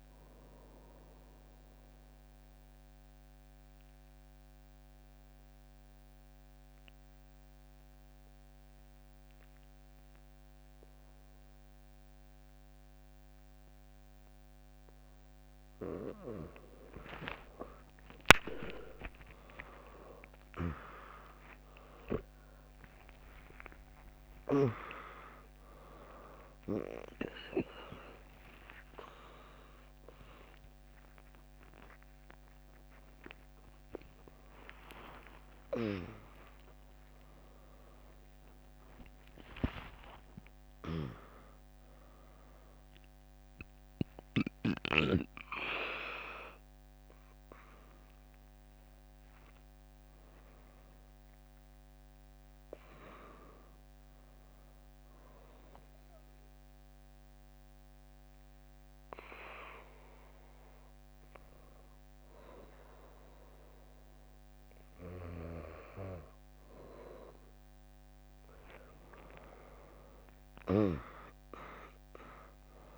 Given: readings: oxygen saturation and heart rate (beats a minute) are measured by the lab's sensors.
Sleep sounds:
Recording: a person partly awake in a sleep study, by a microphone on the trachea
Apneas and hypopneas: 2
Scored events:
0.00-5.50 s: drop in pulse transit time (device-marked, heart rate 65 extreme)
0.50-15.50 s: mixed apnea (oxygen 100% before, 96% lowest, heart rate 73 before, 60 extreme, up 3 after)
11.50-41.50 s: new sleep stage, awake
22.50-39.50 s: oxygen desaturation (device-marked, oxygen 100% before, 96% lowest, heart rate 70 before, 64 extreme)
22.50-43.50 s: drop in pulse transit time (device-marked, heart rate 70 before, 67 extreme)
27.50-42.50 s: tachycardia (device-marked, heart rate 73 before, 183 extreme)
32.50-34.50 s: long interval between heartbeats (device-marked, heart rate 78 before, 148 extreme)
35.00-37.00 s: long interval between heartbeats (device-marked, heart rate 87 before, 166 extreme)
40.50-42.50 s: long interval between heartbeats (device-marked, heart rate 114 before, 129 extreme)
41.50-71.50 s: new sleep stage, N1 (lightest sleep)
47.50-49.50 s: long interval between heartbeats (device-marked, heart rate 127 before, 96 extreme)
55.00-65.50 s: obstructive apnea (oxygen 100% before, 94% lowest, heart rate 118 before, 63 extreme, up 3 after)
70.00-72.97 s: arousal
71.50-72.97 s: new sleep stage, N2 (light sleep)
From the record:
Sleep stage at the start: N2 (light sleep)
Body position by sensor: on the back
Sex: female

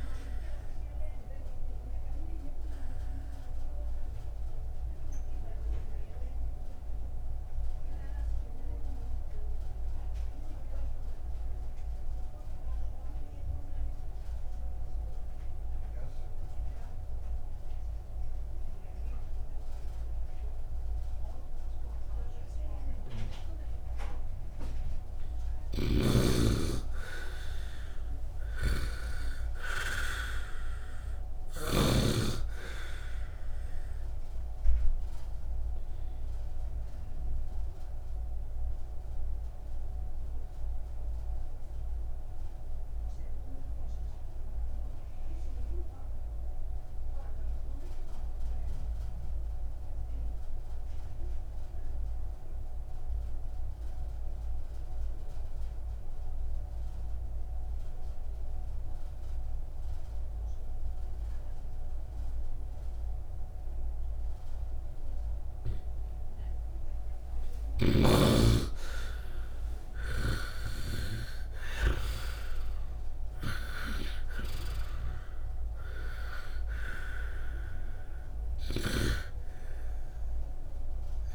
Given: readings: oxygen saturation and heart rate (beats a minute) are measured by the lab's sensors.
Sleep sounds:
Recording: breathing in sleep by a room microphone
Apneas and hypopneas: 2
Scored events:
0.00-18.50 s: oxygen desaturation (device-marked, oxygen 72% lowest, heart rate 51 extreme)
0.50-24.50 s: obstructive apnea (oxygen 99% before, 72% lowest, heart rate 56 before, 59 extreme, up 0 after)
25.50-32.00 s: snoring (device-marked)
26.50-30.50 s: arousal
31.50-56.50 s: oxygen desaturation (device-marked, oxygen 97% before, 77% lowest, heart rate 65 before, 50 extreme)
36.50-67.50 s: obstructive apnea (oxygen 97% before, 75% lowest, heart rate 63 before, 50 extreme, up 11 after)
61.50-81.35 s: oxygen desaturation (device-marked, oxygen 96% before, 75% lowest, heart rate 63 before, 51 extreme)
69.50-74.00 s: arousal
70.00-81.35 s: snoring (device-marked)
From the record:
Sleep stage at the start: N2 (light sleep)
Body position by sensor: on the right side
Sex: male

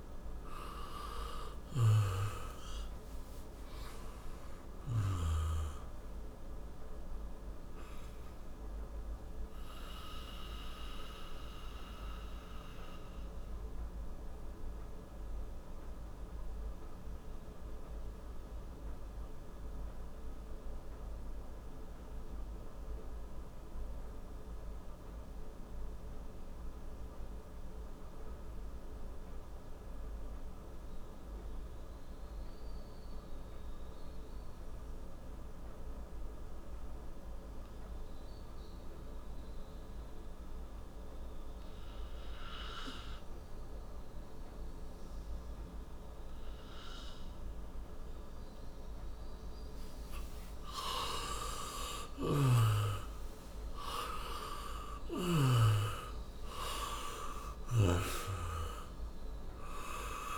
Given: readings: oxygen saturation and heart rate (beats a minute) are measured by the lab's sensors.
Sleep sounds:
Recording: breathing in sleep by a room microphone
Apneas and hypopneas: 1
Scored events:
0.00-3.00 s: arousal
8.00-48.50 s: obstructive apnea (oxygen 95% before, 85% lowest, heart rate 66 before, 55 extreme, up 18 after)
14.50-27.50 s: oxygen desaturation (device-marked, oxygen 94% before, 89% lowest, heart rate 69 before, 55 extreme)
38.50-57.50 s: oxygen desaturation (device-marked, oxygen 98% before, 94% lowest, heart rate 57 before, 57 extreme)
51.50-56.50 s: arousal
From the record:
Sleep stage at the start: N2 (light sleep)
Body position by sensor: on the back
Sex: male

